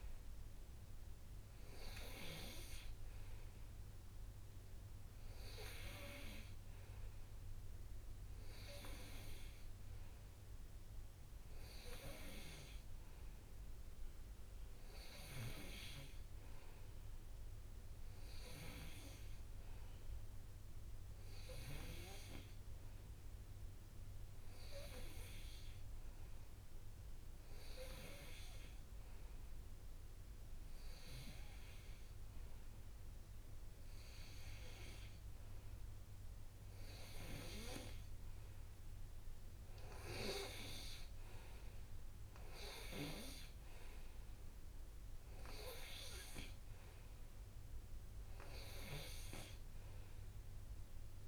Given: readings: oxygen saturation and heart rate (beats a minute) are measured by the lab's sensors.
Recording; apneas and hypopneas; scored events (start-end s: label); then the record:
breathing in sleep by a room microphone; none
none scored
From the record:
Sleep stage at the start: N2 (light sleep); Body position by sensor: on the right side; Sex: male